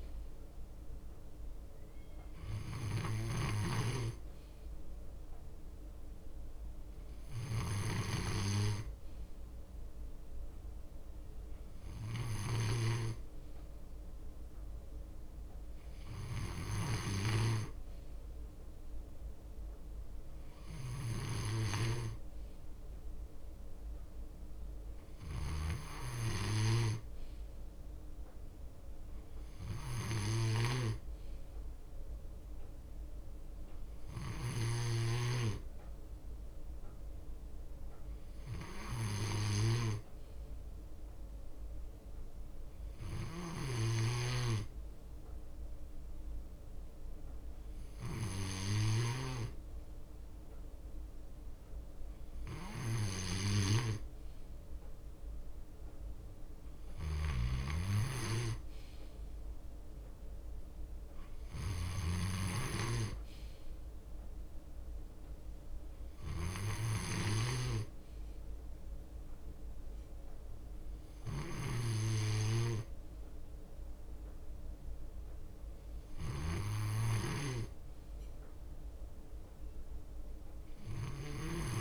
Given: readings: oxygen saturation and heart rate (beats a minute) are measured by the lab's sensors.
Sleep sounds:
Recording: breathing in sleep by a room microphone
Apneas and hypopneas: none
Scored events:
21.50-23.50 s: bradycardia (device-marked, heart rate 60 before, 61 extreme)
24.50-26.50 s: bradycardia (device-marked, heart rate 60 before, 59 extreme)
57.00-62.50 s: snoring (device-marked)
66.50-69.50 s: bradycardia (device-marked, heart rate 60 before, 60 extreme)
73.50-81.81 s: drop in pulse transit time (device-marked, heart rate 60 before, 60 extreme)
From the record:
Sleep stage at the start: N2 (light sleep)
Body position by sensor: on the left side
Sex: male

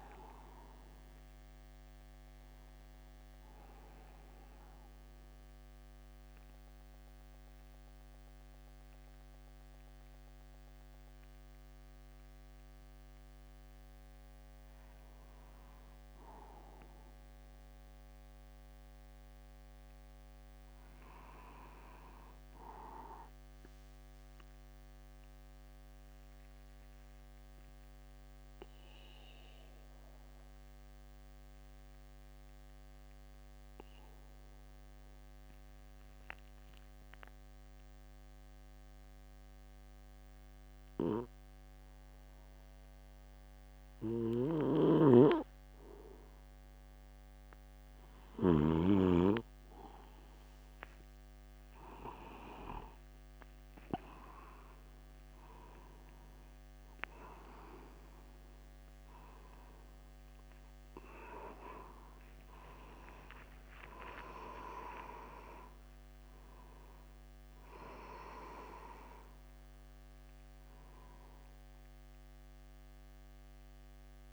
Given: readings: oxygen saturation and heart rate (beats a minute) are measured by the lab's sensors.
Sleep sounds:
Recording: a person partly awake in a sleep study, by a microphone on the trachea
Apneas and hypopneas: 2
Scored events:
1.50-61.50 s: new sleep stage, N2 (light sleep)
4.50-14.50 s: obstructive apnea (oxygen 98% before, 94% lowest, heart rate 60 before, 49 extreme, up 0 after)
17.50-21.50 s: arousal
26.50-47.00 s: obstructive apnea (oxygen 98% before, 93% lowest, heart rate 49 before, 49 extreme, up 1 after)
44.50-49.00 s: snoring (device-marked)
51.50-55.50 s: arousal
61.50-74.33 s: new sleep stage, N1 (lightest sleep)
63.00-65.00 s: long interval between heartbeats (device-marked, heart rate 50 before, 61 extreme)
65.00-67.00 s: long interval between heartbeats (device-marked, heart rate 52 before, 86 extreme)
From the record:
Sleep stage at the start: awake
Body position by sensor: upright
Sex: male

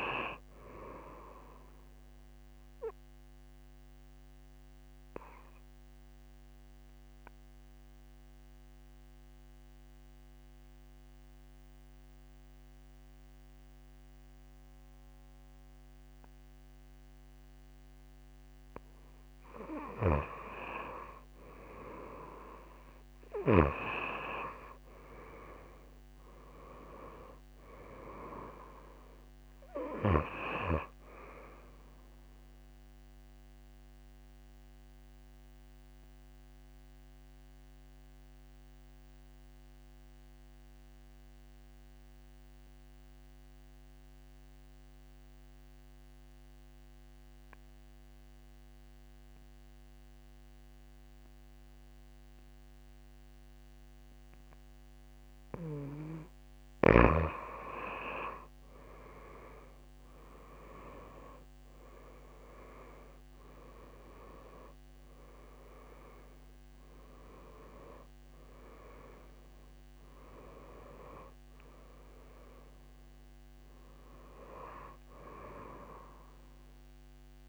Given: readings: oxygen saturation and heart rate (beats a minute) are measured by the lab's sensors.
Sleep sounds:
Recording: breathing in sleep by a microphone on the trachea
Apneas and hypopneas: 2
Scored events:
0.00-20.50 s: oxygen desaturation (device-marked, oxygen 90% lowest)
3.00-19.00 s: obstructive apnea (oxygen 96% before, 88% lowest)
22.00-25.50 s: arousal
33.50-47.50 s: oxygen desaturation (device-marked, oxygen 96% before, 91% lowest)
33.50-57.00 s: obstructive apnea (oxygen 97% before, 87% lowest)
53.50-77.49 s: oxygen desaturation (device-marked, oxygen 97% before, 87% lowest)
60.00-64.50 s: arousal
From the record:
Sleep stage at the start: N2 (light sleep)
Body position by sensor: on the back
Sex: female

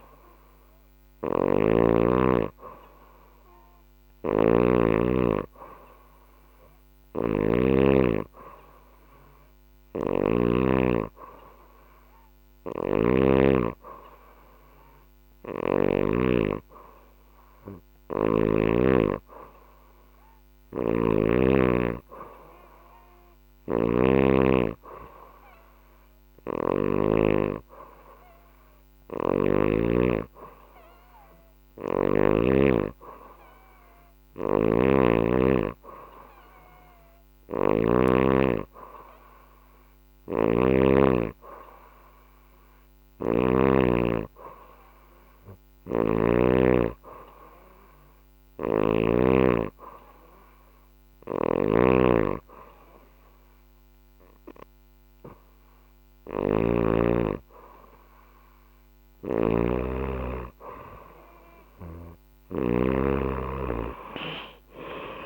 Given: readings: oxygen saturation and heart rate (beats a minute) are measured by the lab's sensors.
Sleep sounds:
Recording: breathing in sleep by a microphone on the trachea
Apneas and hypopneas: none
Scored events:
0.00-7.00 s: snoring (device-marked)
9.00-15.50 s: snoring (device-marked)
22.50-26.50 s: snoring (device-marked)
33.50-40.00 s: snoring (device-marked)
42.00-48.50 s: snoring (device-marked)
50.50-62.00 s: snoring (device-marked)
From the record:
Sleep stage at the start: N2 (light sleep)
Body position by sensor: on the back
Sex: female

